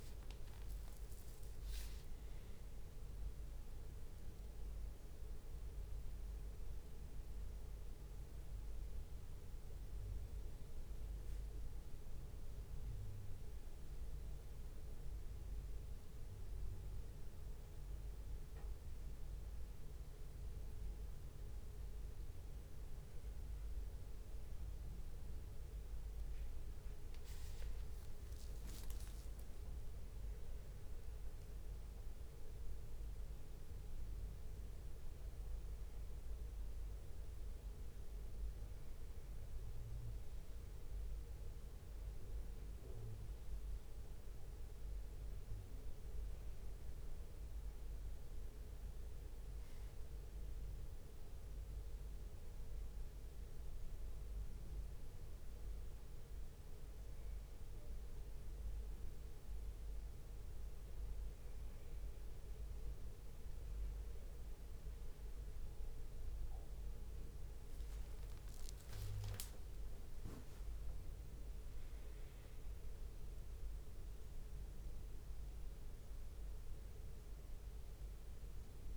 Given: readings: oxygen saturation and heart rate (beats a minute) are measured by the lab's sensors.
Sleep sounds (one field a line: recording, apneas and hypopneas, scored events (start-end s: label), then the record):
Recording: a person awake in a sleep study, hard to hear, by a room microphone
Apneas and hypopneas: none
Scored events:
0.00-3.00 s: leg movement (device-marked)
4.00-17.00 s: drop in pulse transit time (device-marked, heart rate 71 before, 64 extreme)
15.00-24.00 s: leg movement (device-marked)
26.50-31.50 s: leg movement (device-marked)
29.00-31.00 s: long interval between heartbeats (device-marked, heart rate 65 before, 75 extreme)
31.00-43.00 s: drop in pulse transit time (device-marked, heart rate 66 before, 65 extreme)
33.50-38.50 s: leg movement (device-marked)
40.50-45.50 s: leg movement (device-marked)
47.50-53.00 s: leg movement (device-marked)
55.00-60.00 s: leg movement (device-marked)
61.00-65.50 s: leg movement (device-marked)
65.50-68.00 s: leg movement (device-marked)
68.50-72.50 s: leg movement (device-marked)
69.50-71.50 s: long interval between heartbeats (device-marked, heart rate 65 before, 79 extreme)
77.50-78.96 s: leg movement (device-marked)
From the record:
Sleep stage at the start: awake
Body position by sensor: on the back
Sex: male